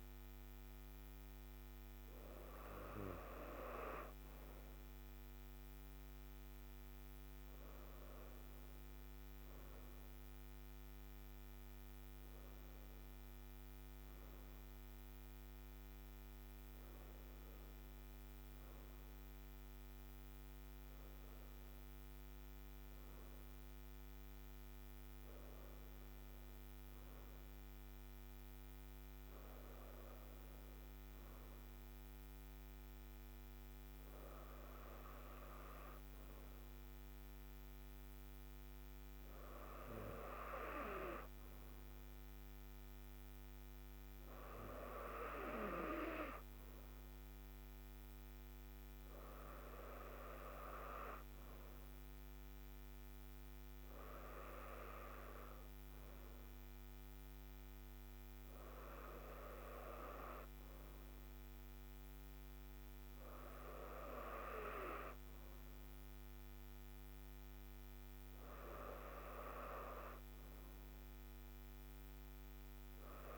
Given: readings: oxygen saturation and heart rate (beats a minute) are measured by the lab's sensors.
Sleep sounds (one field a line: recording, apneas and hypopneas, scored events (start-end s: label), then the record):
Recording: breathing in sleep by a microphone on the trachea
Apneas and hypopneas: none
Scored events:
none scored
From the record:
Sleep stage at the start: N2 (light sleep)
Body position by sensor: on the right side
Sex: female